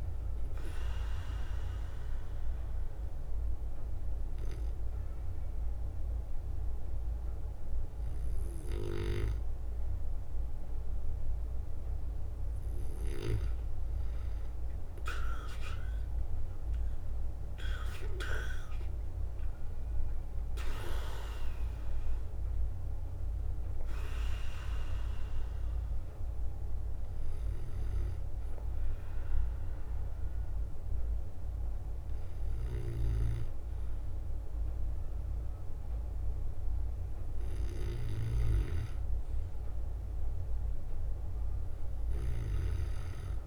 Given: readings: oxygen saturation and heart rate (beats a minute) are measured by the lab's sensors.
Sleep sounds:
breathing in sleep by a room microphone; 2
0.00-7.50 s: oxygen desaturation (device-marked, oxygen 94% lowest, heart rate 58 extreme)
1.00-13.50 s: hypopnea (oxygen 97% before, 95% lowest, heart rate 65 before, 58 extreme, up 10 after)
8.50-11.50 s: bradycardia (device-marked, heart rate 63 before, 60 extreme)
13.00-19.00 s: leg movement (device-marked)
16.00-20.00 s: arousal
20.50-30.50 s: leg movement (device-marked)
26.00-37.00 s: hypopnea (oxygen 98% before, 93% lowest, heart rate 63 before, 58 extreme, up 3 after)
26.50-35.50 s: bradycardia (device-marked, heart rate 63 before, 58 extreme)
34.50-43.47 s: leg movement (device-marked)
38.50-42.50 s: arousal
From the record:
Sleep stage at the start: N2 (light sleep); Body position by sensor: on the back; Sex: male

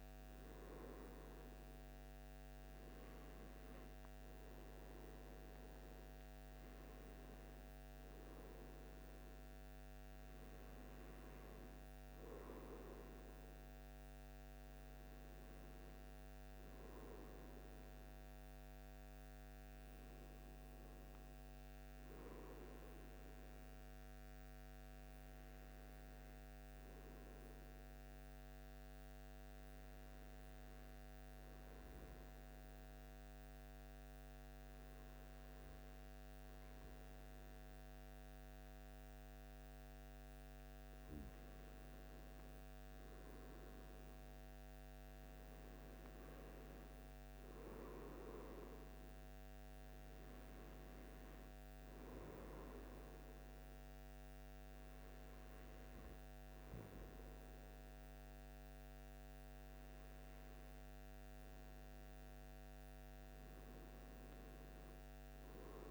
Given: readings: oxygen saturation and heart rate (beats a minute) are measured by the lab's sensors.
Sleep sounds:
breathing in sleep, hard to hear, by a microphone on the trachea; 1
25.50-65.91 s: new sleep stage, N2 (light sleep)
30.00-41.50 s: hypopnea (oxygen 97% before, 95% lowest, heart rate 82 before, 74 extreme, up 2 after)
44.00-47.00 s: arousal
From the record:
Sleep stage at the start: N1 (lightest sleep); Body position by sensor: on the right side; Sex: male

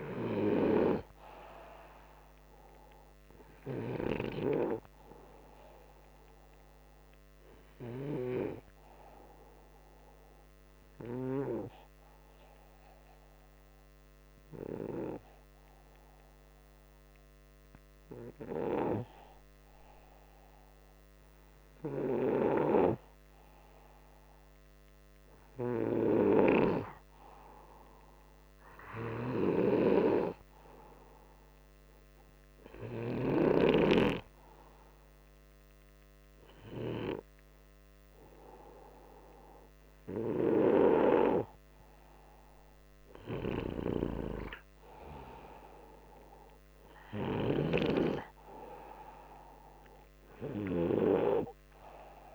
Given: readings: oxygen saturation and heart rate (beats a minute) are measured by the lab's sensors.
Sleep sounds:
breathing in sleep by a microphone on the trachea; 1
0.00-22.50 s: oxygen desaturation (device-marked, oxygen 89% lowest, heart rate 61 extreme)
9.00-23.50 s: hypopnea (oxygen 98% before, 89% lowest, heart rate 62 before, 61 extreme, up 6 after)
25.50-29.00 s: arousal
29.00-33.00 s: snoring (device-marked)
39.50-52.35 s: oxygen desaturation (device-marked, oxygen 97% before, 91% lowest, heart rate 64 before, 61 extreme)
47.00-51.00 s: snoring (device-marked)
From the record:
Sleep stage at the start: N2 (light sleep); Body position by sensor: upright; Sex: male

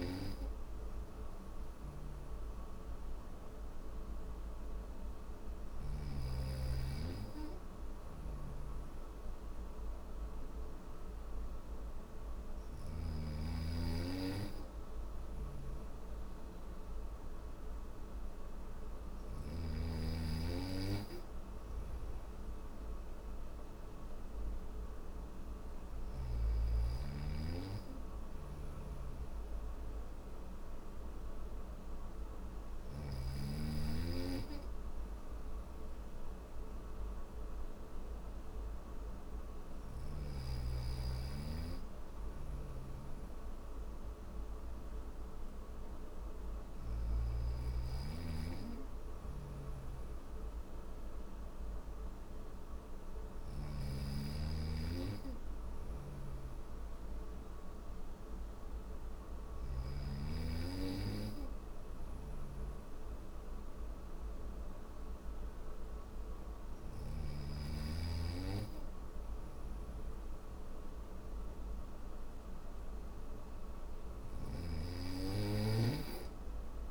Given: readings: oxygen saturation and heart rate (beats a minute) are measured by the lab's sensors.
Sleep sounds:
breathing in sleep by a room microphone; none
7.00-12.00 s: snoring (device-marked)
27.50-32.00 s: snoring (device-marked)
41.50-46.00 s: snoring (device-marked)
48.00-53.00 s: snoring (device-marked)
55.00-59.00 s: snoring (device-marked)
From the record:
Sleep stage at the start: N1 (lightest sleep); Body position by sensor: on the back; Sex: male

